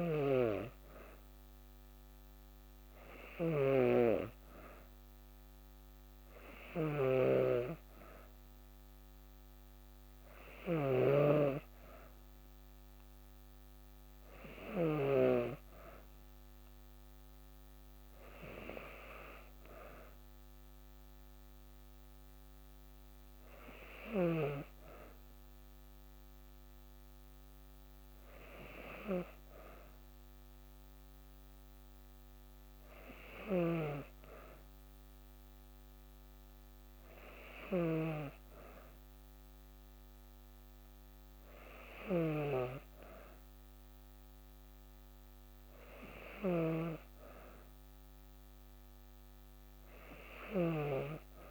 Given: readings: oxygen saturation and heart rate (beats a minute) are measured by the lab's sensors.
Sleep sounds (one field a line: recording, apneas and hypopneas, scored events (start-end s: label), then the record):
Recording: breathing in sleep by a microphone on the trachea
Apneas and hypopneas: none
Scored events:
0.00-14.50 s: snoring (device-marked)
33.00-51.50 s: snoring (device-marked)
From the record:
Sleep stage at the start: N2 (light sleep)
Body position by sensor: on the back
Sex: female